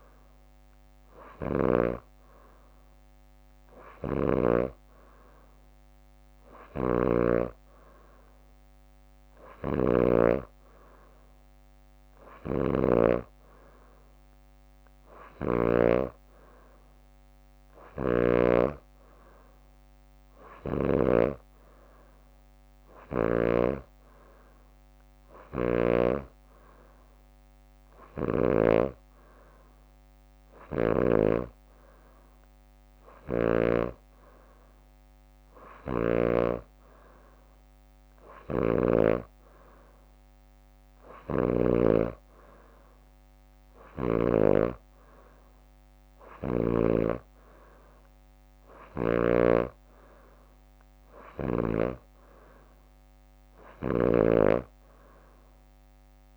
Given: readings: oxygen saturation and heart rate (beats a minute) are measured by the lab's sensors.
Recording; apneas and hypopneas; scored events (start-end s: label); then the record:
breathing in sleep by a microphone on the trachea; none
6.50-16.00 s: snoring (device-marked)
25.00-31.50 s: leg movement (device-marked)
33.00-36.50 s: snoring (device-marked)
41.00-44.50 s: snoring (device-marked)
43.50-45.50 s: leg movement (device-marked)
48.00-52.50 s: leg movement (device-marked)
53.50-54.50 s: leg movement (device-marked)
From the record:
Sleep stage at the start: N3 (deep sleep); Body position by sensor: on the back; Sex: female